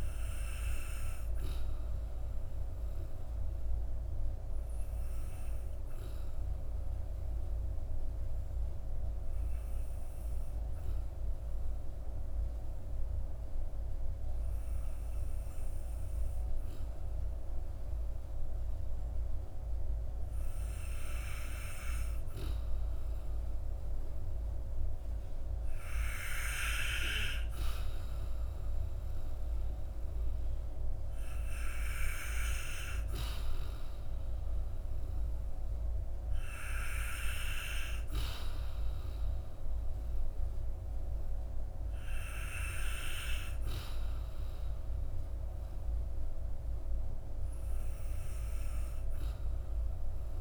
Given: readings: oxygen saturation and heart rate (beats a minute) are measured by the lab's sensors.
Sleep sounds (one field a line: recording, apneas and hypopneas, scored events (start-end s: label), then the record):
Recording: breathing in sleep by a room microphone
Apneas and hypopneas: 1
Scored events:
3.50-23.50 s: obstructive apnea (oxygen 94% before, 92% lowest, heart rate 59 before, 47 extreme, up 5 after)
26.00-29.50 s: arousal
From the record:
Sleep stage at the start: N2 (light sleep)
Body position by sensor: on the back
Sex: male